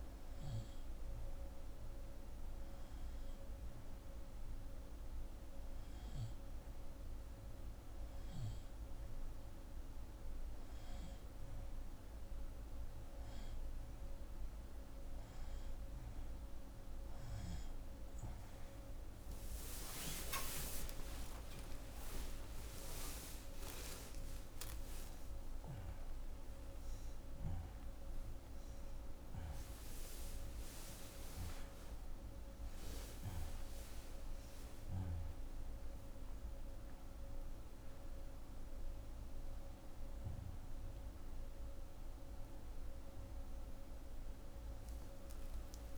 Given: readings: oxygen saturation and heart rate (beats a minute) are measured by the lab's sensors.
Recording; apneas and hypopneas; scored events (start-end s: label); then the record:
a person partly awake in a sleep study, by a room microphone; none
23.50-45.98 s: new sleep stage, awake
From the record:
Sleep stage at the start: N2 (light sleep); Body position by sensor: on the left side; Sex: female